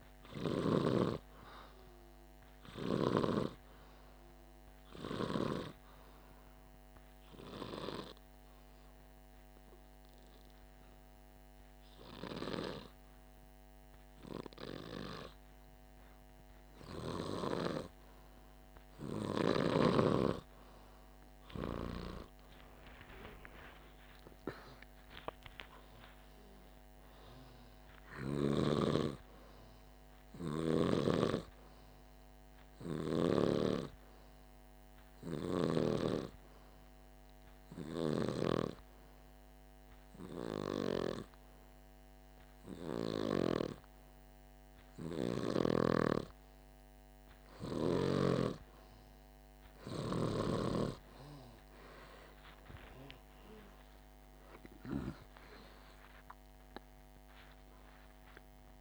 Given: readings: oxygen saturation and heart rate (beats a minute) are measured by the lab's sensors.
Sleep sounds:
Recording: breathing in sleep by a microphone on the trachea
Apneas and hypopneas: 2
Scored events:
2.50-18.00 s: hypopnea (oxygen 97% before, 91% lowest, heart rate 51 before, 49 extreme, up 2 after)
21.00-24.00 s: arousal
32.00-46.00 s: hypopnea (oxygen 98% before, 91% lowest, heart rate 50 before, 48 extreme, up 2 after)
52.50-57.00 s: arousal
From the record:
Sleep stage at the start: N2 (light sleep)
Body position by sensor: on the back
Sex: male

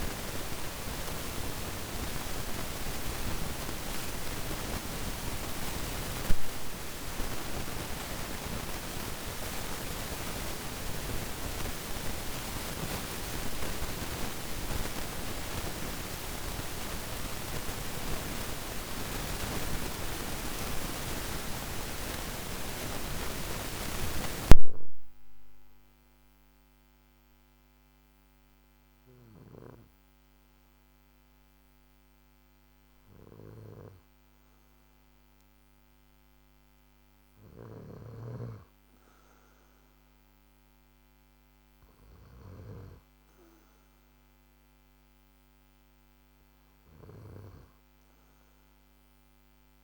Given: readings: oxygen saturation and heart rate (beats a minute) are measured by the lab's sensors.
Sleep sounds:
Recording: breathing in sleep by a microphone on the trachea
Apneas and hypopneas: none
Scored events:
none scored
From the record:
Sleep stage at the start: N2 (light sleep)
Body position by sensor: on the back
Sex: male

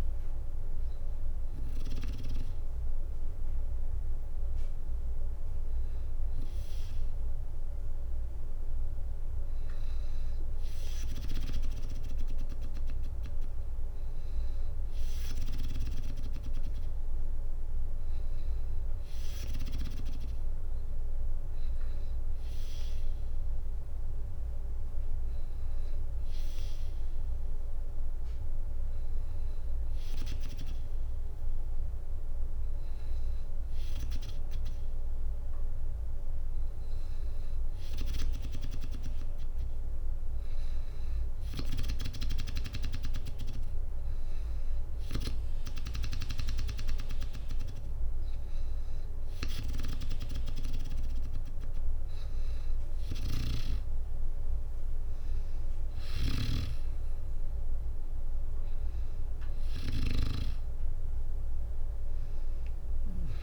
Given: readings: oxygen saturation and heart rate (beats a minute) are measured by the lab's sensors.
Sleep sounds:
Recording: breathing in sleep by a room microphone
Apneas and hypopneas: none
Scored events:
55.00-59.50 s: snoring (device-marked)
55.50-63.43 s: drop in pulse transit time (device-marked, heart rate 66 before, 64 extreme)
From the record:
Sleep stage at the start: N2 (light sleep)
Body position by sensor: on the back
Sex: female

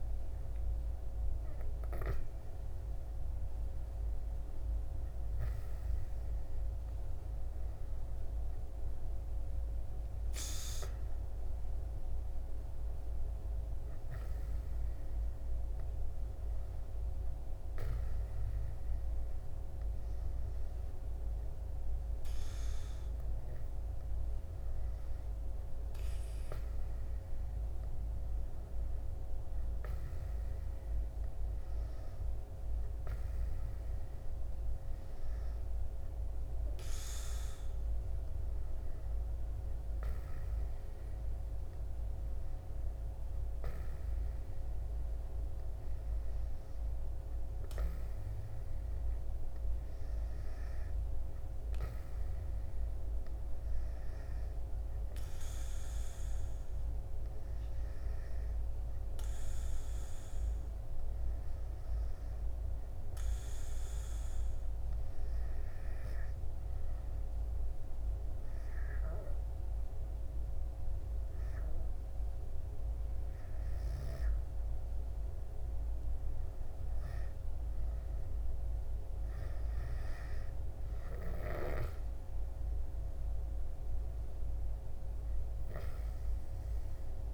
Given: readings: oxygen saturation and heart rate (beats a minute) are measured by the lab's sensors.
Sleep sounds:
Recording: breathing in sleep, hard to hear, by a room microphone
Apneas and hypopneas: 1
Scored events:
56.00-70.50 s: hypopnea (oxygen 98% before, 95% lowest, heart rate 74 before, 69 extreme, up 6 after)
72.00-74.50 s: arousal
From the record:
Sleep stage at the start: N2 (light sleep)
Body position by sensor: on the back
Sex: male

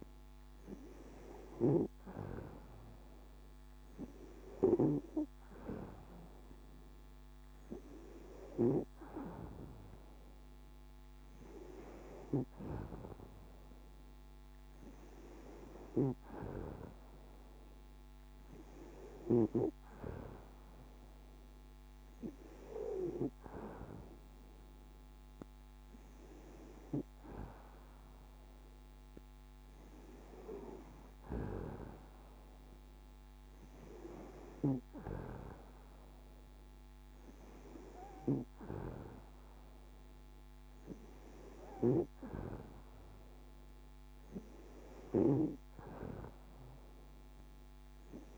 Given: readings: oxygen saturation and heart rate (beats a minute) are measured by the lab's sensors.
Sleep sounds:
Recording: breathing in sleep by a microphone on the trachea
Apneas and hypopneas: none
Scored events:
none scored
From the record:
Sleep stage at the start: N2 (light sleep)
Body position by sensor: on the back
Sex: female

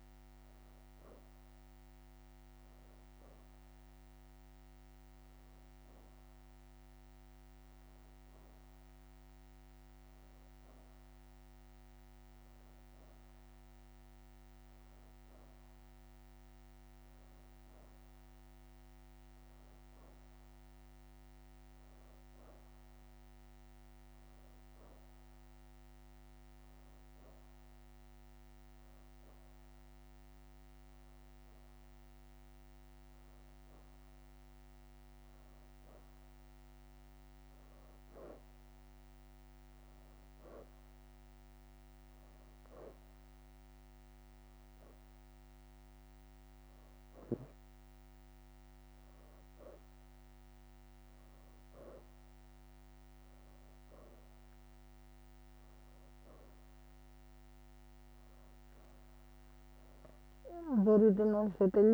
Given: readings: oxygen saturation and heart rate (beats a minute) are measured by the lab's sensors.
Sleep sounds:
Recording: breathing in sleep, hard to hear, by a microphone on the trachea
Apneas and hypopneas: none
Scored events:
0.00-3.00 s: oxygen desaturation (device-marked, oxygen 90% lowest, heart rate 85 extreme)
3.00-7.50 s: leg movement (device-marked)
9.00-18.00 s: leg movement (device-marked)
19.50-20.50 s: leg movement (device-marked)
25.50-27.00 s: leg movement (device-marked)
58.00-60.50 s: leg movement (device-marked)
From the record:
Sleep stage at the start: N2 (light sleep)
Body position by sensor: on the back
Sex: female

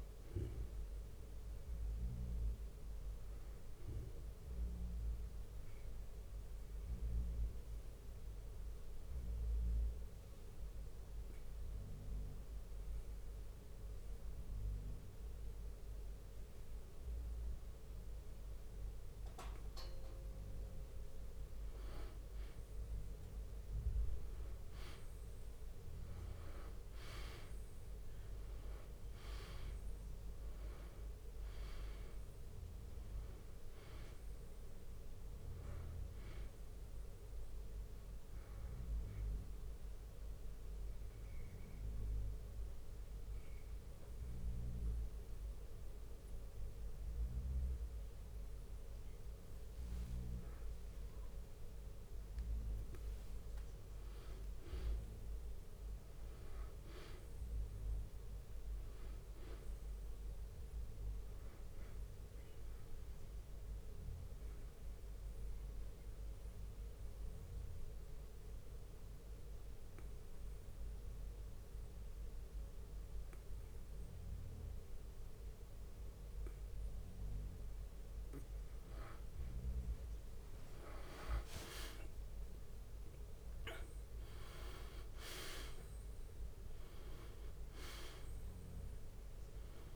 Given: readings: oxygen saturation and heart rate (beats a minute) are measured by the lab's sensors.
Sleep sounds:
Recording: breathing in sleep by a room microphone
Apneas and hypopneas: 3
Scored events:
0.00-1.00 s: drop in pulse transit time (device-marked, heart rate 62 extreme)
4.00-6.00 s: bradycardia (device-marked, heart rate 63 before, 60 extreme)
4.00-21.00 s: mixed apnea (oxygen 97% before, 91% lowest, heart rate 71 before, 47 extreme, up 7 after)
9.00-11.00 s: long interval between heartbeats (device-marked, heart rate 65 before, 67 extreme)
16.00-18.00 s: long interval between heartbeats (device-marked, heart rate 64 before, 66 extreme)
19.00-31.00 s: bradycardia (device-marked, heart rate 63 before, 47 extreme)
23.00-26.50 s: arousal
24.00-53.00 s: oxygen desaturation (device-marked, oxygen 97% before, 91% lowest, heart rate 64 before, 52 extreme)
26.00-38.00 s: drop in pulse transit time (device-marked, heart rate 64 before, 47 extreme)
39.50-50.50 s: central apnea (oxygen 97% before, 90% lowest, heart rate 58 before, 54 extreme, up 58 after)
41.00-46.00 s: bradycardia (device-marked, heart rate 64 before, 57 extreme)
48.00-53.00 s: tachycardia (device-marked, heart rate 63 before, 113 extreme)
50.50-52.50 s: long interval between heartbeats (device-marked, heart rate 60 before, 89 extreme)
52.00-56.00 s: arousal
55.00-57.00 s: bradycardia (device-marked, heart rate 63 before, 85 extreme)
60.00-78.00 s: bradycardia (device-marked, heart rate 63 before, 52 extreme)
63.00-78.50 s: obstructive apnea (oxygen 98% before, 90% lowest, heart rate 75 before, 51 extreme, up 24 after)
81.00-83.00 s: long interval between heartbeats (device-marked, heart rate 56 before, 69 extreme)
81.00-85.00 s: arousal
82.00-89.96 s: drop in pulse transit time (device-marked, heart rate 56 before, 65 extreme)
85.00-89.96 s: oxygen desaturation (device-marked, oxygen 96% before, 90% lowest, heart rate 58 before, 51 extreme)
From the record:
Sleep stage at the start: N2 (light sleep)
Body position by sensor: on the back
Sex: male

